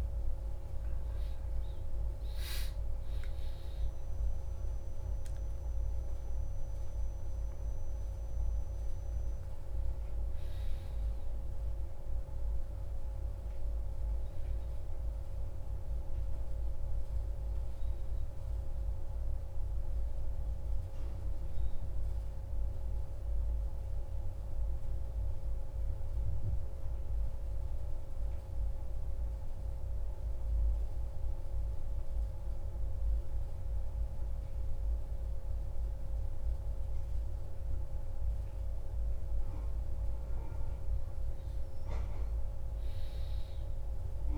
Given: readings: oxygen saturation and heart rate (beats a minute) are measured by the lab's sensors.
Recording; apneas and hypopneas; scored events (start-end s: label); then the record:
breathing in sleep, hard to hear, by a room microphone; 1
25.50-39.00 s: central apnea (oxygen 97% before, 94% lowest, heart rate 74 before, 63 extreme, up 5 after)
41.50-44.38 s: arousal
From the record:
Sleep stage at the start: N1 (lightest sleep); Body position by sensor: on the back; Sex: male